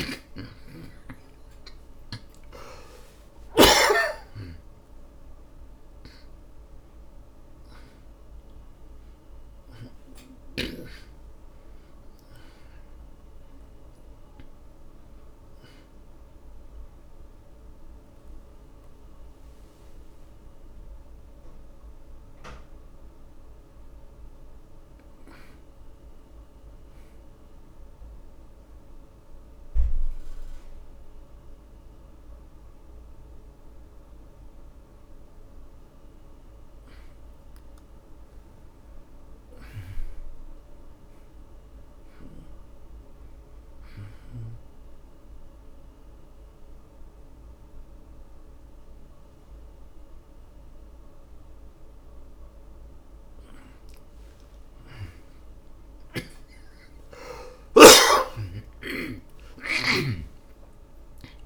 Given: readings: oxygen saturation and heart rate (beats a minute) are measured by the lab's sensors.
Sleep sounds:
a person partly awake in a sleep study, by a room microphone; 1
0.00-4.50 s: snoring (device-marked)
0.00-7.00 s: oxygen desaturation (device-marked, oxygen 91% lowest)
21.00-61.46 s: new sleep stage, N1 (lightest sleep)
28.00-38.00 s: central apnea (oxygen 98% before, 85% lowest)
39.00-42.00 s: arousal
40.00-61.46 s: oxygen desaturation (device-marked, oxygen 98% before, 85% lowest)
From the record:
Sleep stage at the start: awake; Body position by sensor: on the back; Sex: male

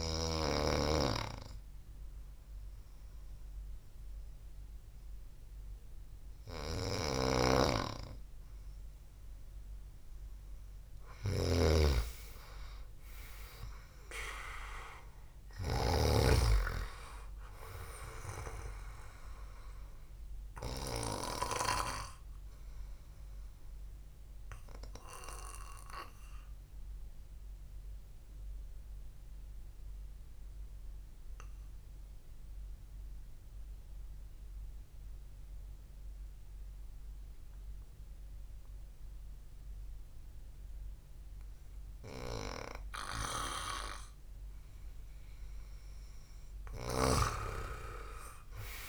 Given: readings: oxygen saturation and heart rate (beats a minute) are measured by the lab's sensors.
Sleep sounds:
breathing in sleep by a room microphone; 1
7.00-16.00 s: snoring (device-marked)
12.50-37.50 s: oxygen desaturation (device-marked, oxygen 99% before, 94% lowest, heart rate 60 before, 53 extreme)
25.50-42.50 s: obstructive apnea (oxygen 99% before, 92% lowest, heart rate 59 before, 53 extreme, up 0 after)
45.50-48.89 s: arousal
47.00-48.89 s: snoring (device-marked)
48.50-48.89 s: new sleep stage, REM sleep
From the record:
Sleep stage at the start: N2 (light sleep); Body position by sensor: on the back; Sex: male

